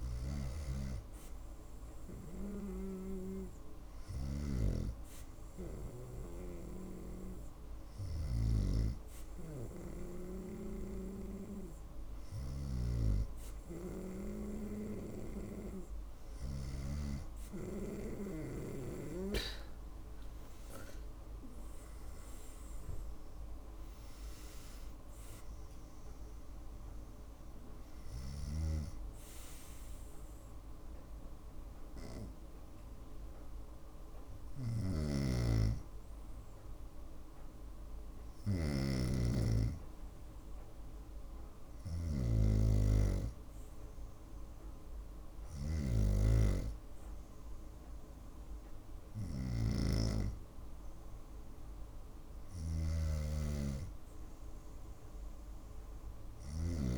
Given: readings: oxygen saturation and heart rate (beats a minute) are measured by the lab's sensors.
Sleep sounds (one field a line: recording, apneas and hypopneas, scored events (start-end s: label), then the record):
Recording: breathing in sleep by a room microphone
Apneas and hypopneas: none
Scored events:
19.50-23.00 s: arousal
34.00-56.98 s: snoring (device-marked)
From the record:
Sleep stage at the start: N2 (light sleep)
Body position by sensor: on the right side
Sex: female